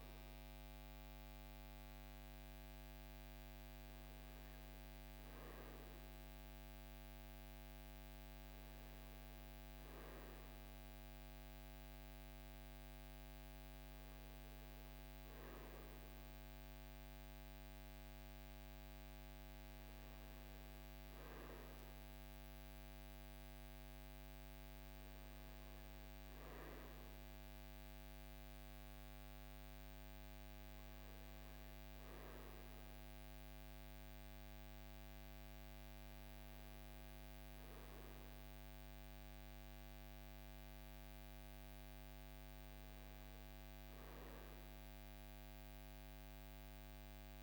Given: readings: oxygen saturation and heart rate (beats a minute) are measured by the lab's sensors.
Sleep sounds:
breathing in sleep, hard to hear, by a microphone on the trachea; none
none scored
From the record:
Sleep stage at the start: N2 (light sleep); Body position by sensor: on the right side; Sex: male

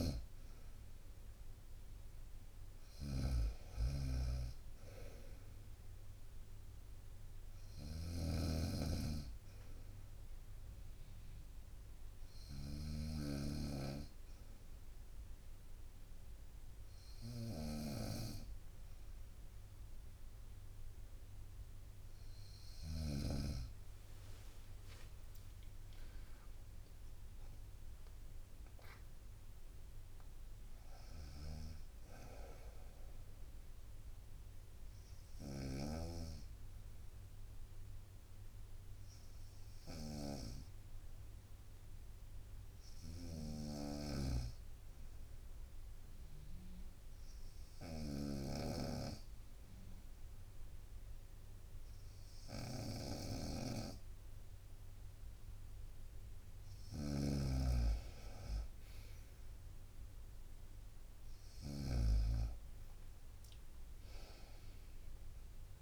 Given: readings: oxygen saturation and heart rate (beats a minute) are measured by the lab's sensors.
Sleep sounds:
breathing in sleep by a room microphone; 2
0.00-13.00 s: snoring (device-marked)
13.00-23.50 s: obstructive apnea (oxygen 97% before, 93% lowest, heart rate 63 before, 60 extreme, up 56 after)
22.50-27.50 s: tachycardia (device-marked, heart rate 63 before, 112 extreme)
24.00-27.50 s: arousal
25.00-27.00 s: long interval between heartbeats (device-marked, heart rate 63 before, 91 extreme)
43.50-62.00 s: snoring (device-marked)
44.00-56.50 s: obstructive apnea (oxygen 96% before, 93% lowest, heart rate 78 before, 59 extreme, up 5 after)
58.00-61.50 s: arousal
From the record:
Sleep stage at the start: N2 (light sleep); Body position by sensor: on the right side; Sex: female

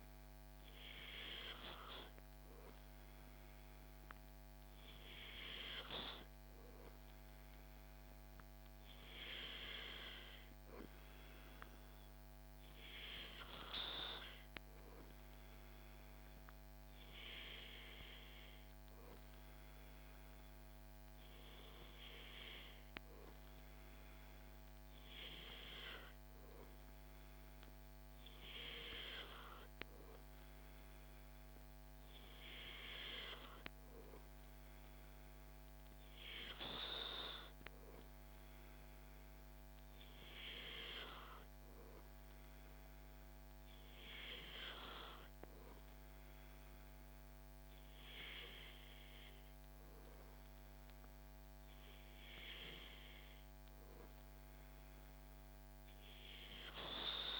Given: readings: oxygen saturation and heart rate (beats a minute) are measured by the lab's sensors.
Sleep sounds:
breathing in sleep by a microphone on the trachea; none
none scored
From the record:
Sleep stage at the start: N2 (light sleep); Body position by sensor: on the back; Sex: male

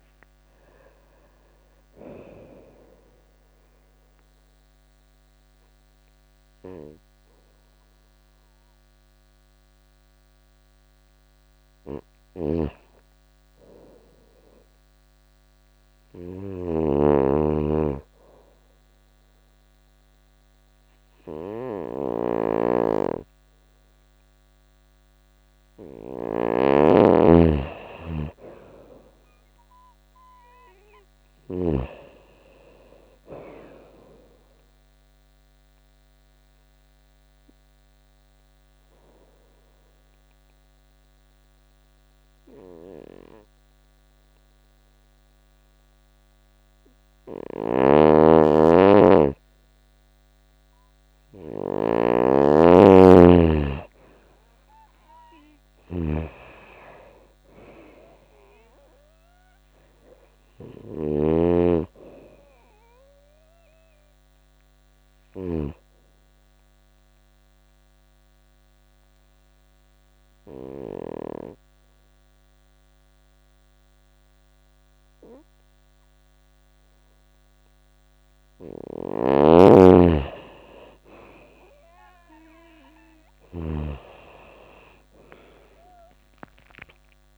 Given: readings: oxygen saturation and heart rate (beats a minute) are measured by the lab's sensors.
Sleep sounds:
breathing in sleep by a microphone on the trachea; 4
0.50-18.50 s: oxygen desaturation (device-marked, oxygen 98% before, 88% lowest, heart rate 83 before, 81 extreme)
1.50-11.50 s: obstructive apnea (oxygen 98% before, 88% lowest, heart rate 84 before, 81 extreme, up 2 after)
11.50-31.00 s: snoring (device-marked)
13.00-15.50 s: arousal
17.00-27.00 s: obstructive apnea (oxygen 98% before, 89% lowest, heart rate 88 before, 81 extreme, up 1 after)
28.50-32.00 s: arousal
31.50-53.50 s: oxygen desaturation (device-marked, oxygen 97% before, 90% lowest, heart rate 83 before, 80 extreme)
35.00-51.00 s: obstructive apnea (oxygen 99% before, 89% lowest, heart rate 83 before, 80 extreme, up 3 after)
47.00-65.00 s: snoring (device-marked)
54.00-58.50 s: arousal
63.50-79.50 s: oxygen desaturation (device-marked, oxygen 98% before, 89% lowest, heart rate 82 before, 80 extreme)
64.00-77.50 s: obstructive apnea (oxygen 98% before, 87% lowest, heart rate 82 before, 80 extreme, up 19 after)
78.50-83.00 s: snoring (device-marked)
80.50-85.50 s: arousal
From the record:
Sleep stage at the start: N2 (light sleep); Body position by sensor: on the right side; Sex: female

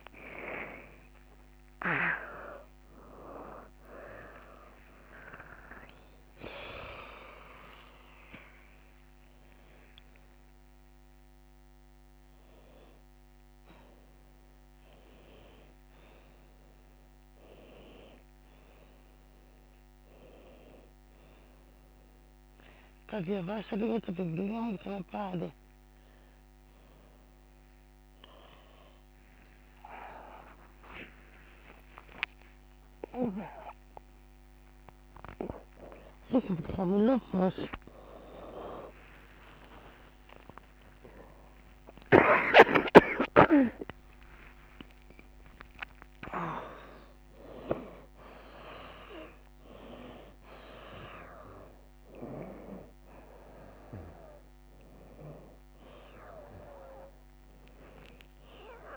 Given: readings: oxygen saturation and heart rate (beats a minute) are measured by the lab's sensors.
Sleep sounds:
a person awake in a sleep study, by a microphone on the trachea; none
0.00-1.00 s: long interval between heartbeats (device-marked, heart rate 86 extreme)
0.50-15.50 s: drop in pulse transit time (device-marked, heart rate 70 before, 72 extreme)
2.50-4.50 s: long interval between heartbeats (device-marked, heart rate 74 before, 97 extreme)
27.50-37.50 s: drop in pulse transit time (device-marked, heart rate 89 before, 87 extreme)
31.50-33.50 s: long interval between heartbeats (device-marked, heart rate 91 before, 97 extreme)
36.00-38.00 s: long interval between heartbeats (device-marked, heart rate 92 before, 129 extreme)
38.00-40.00 s: long interval between heartbeats (device-marked, heart rate 97 before, 147 extreme)
40.50-42.50 s: long interval between heartbeats (device-marked, heart rate 106 before, 168 extreme)
44.50-46.50 s: long interval between heartbeats (device-marked, heart rate 121 before, 162 extreme)
47.50-57.50 s: oxygen desaturation (device-marked, oxygen 93% before, 88% lowest, heart rate 131 before, 82 extreme)
56.00-58.00 s: long interval between heartbeats (device-marked, heart rate 139 before, 106 extreme)
From the record:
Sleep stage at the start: awake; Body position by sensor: on the back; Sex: female

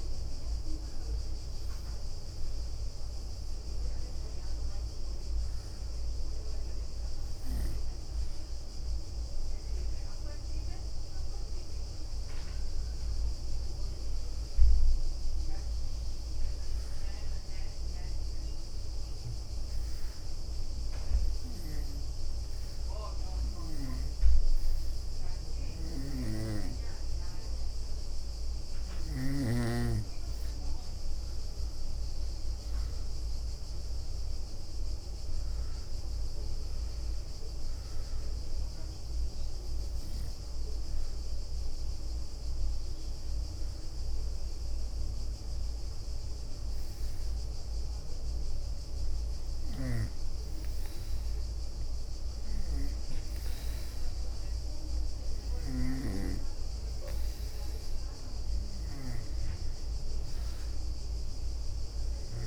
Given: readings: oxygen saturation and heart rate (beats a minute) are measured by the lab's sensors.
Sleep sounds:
breathing in sleep by a room microphone; 2
1.00-62.47 s: new sleep stage, N2 (light sleep)
16.00-27.50 s: hypopnea (oxygen 94% before, 89% lowest, heart rate 73 before, 67 extreme, up 7 after)
22.00-25.50 s: leg movement (device-marked)
30.00-34.50 s: leg movement (device-marked)
31.50-35.50 s: arousal
39.00-52.00 s: oxygen desaturation (device-marked, oxygen 93% before, 89% lowest, heart rate 73 before, 67 extreme)
40.00-52.50 s: hypopnea (oxygen 93% before, 89% lowest, heart rate 73 before, 67 extreme, up 5 after)
55.00-58.00 s: arousal
From the record:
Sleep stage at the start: N1 (lightest sleep); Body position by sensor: on the back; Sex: female

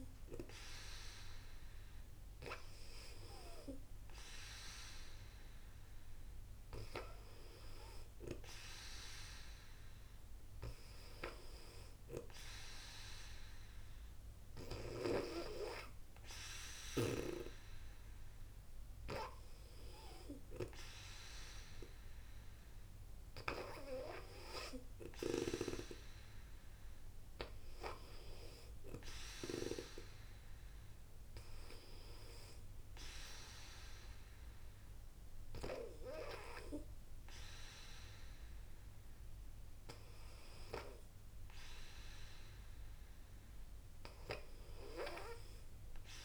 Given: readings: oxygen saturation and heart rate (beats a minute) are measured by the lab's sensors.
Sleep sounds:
breathing in sleep by a room microphone; none
none scored
From the record:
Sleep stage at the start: N2 (light sleep); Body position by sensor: on the back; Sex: female

